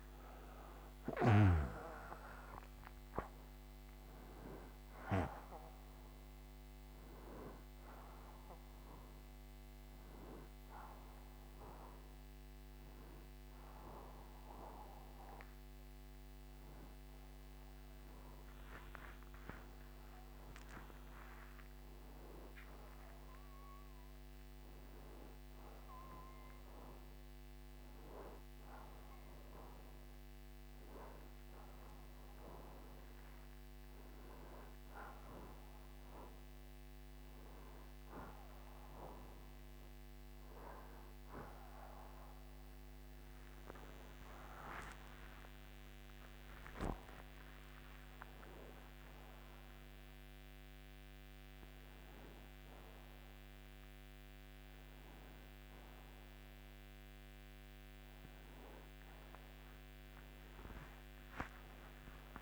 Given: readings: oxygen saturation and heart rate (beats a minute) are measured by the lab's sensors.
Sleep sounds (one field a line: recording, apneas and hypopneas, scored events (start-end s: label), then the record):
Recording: breathing in sleep by a microphone on the trachea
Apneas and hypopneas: 1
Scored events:
0.00-1.00 s: arousal
0.00-16.50 s: oxygen desaturation (device-marked, oxygen 89% lowest, heart rate 72 extreme)
19.00-23.50 s: arousal
26.50-42.00 s: hypopnea (oxygen 96% before, 91% lowest, heart rate 89 before, 72 extreme, up 49 after)
44.50-49.00 s: arousal
From the record:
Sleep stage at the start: N2 (light sleep)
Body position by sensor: on the right side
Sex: male